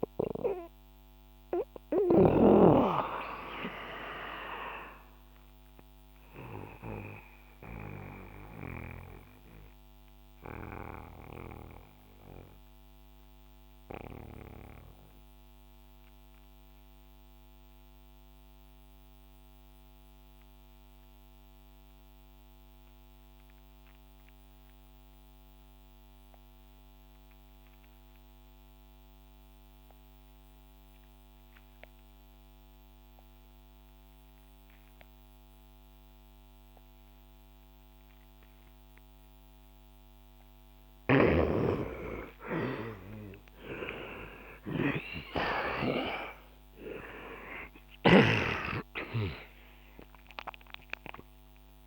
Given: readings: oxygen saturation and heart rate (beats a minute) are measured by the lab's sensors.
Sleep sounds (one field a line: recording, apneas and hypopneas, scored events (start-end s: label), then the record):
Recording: breathing in sleep by a microphone on the trachea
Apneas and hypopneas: 1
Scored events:
0.00-2.50 s: snoring (device-marked)
0.00-19.50 s: oxygen desaturation (device-marked, oxygen 76% lowest, heart rate 56 extreme)
7.00-39.00 s: mixed apnea (oxygen 96% before, 76% lowest, heart rate 68 before, 60 extreme, up 14 after)
37.50-51.87 s: new sleep stage, N2 (light sleep)
37.50-51.87 s: oxygen desaturation (device-marked, oxygen 99% before, 82% lowest, heart rate 62 before, 64 extreme)
42.50-48.50 s: arousal
From the record:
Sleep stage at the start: REM sleep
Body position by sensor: on the back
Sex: male